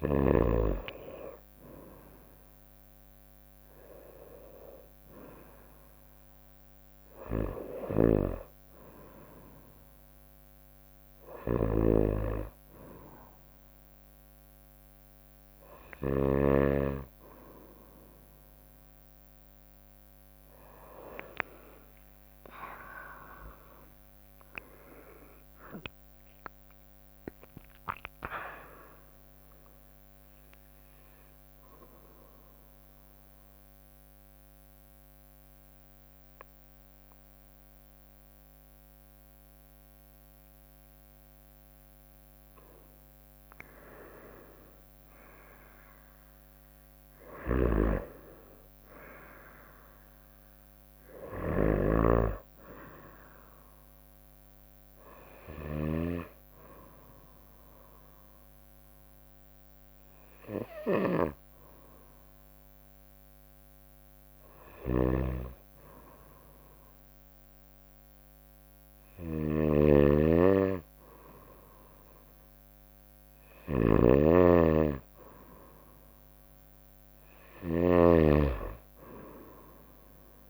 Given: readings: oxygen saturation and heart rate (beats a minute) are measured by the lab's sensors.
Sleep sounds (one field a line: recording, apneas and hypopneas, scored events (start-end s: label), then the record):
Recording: breathing in sleep by a microphone on the trachea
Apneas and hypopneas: 2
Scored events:
22.00-24.00 s: long interval between heartbeats (device-marked, heart rate 66 before, 76 extreme)
24.00-28.00 s: arousal
31.50-44.00 s: mixed apnea (oxygen 96% before, 92% lowest, heart rate 71 before, 58 extreme, up 4 after)
46.00-50.00 s: arousal
48.00-62.00 s: oxygen desaturation (device-marked, oxygen 96% before, 92% lowest, heart rate 67 before, 58 extreme)
55.00-58.00 s: bradycardia (device-marked, heart rate 70 before, 61 extreme)
58.50-74.50 s: hypopnea (oxygen 96% before, 92% lowest, heart rate 64 before, 63 extreme, up 2 after)
64.50-80.50 s: snoring (device-marked)
76.50-80.00 s: arousal
From the record:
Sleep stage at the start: N2 (light sleep)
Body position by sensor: on the right side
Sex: female